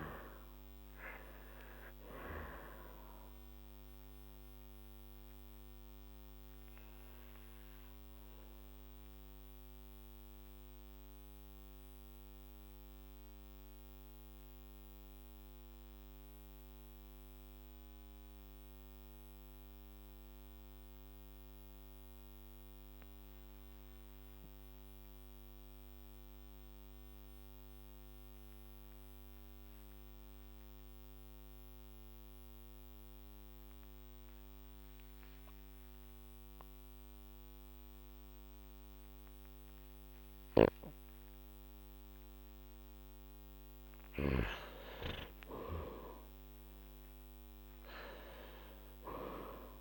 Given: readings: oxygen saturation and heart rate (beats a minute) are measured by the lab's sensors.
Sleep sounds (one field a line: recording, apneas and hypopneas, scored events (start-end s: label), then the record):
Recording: breathing in sleep by a microphone on the trachea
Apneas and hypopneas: 1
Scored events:
0.00-4.00 s: oxygen desaturation (device-marked, oxygen 91% lowest, heart rate 45 extreme)
5.00-42.50 s: mixed apnea (oxygen 98% before, 91% lowest, heart rate 55 before, 44 extreme, up 11 after)
33.00-47.00 s: oxygen desaturation (device-marked, oxygen 98% before, 91% lowest, heart rate 47 before, 44 extreme)
46.00-49.50 s: arousal
From the record:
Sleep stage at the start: N2 (light sleep)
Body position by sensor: on the back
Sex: male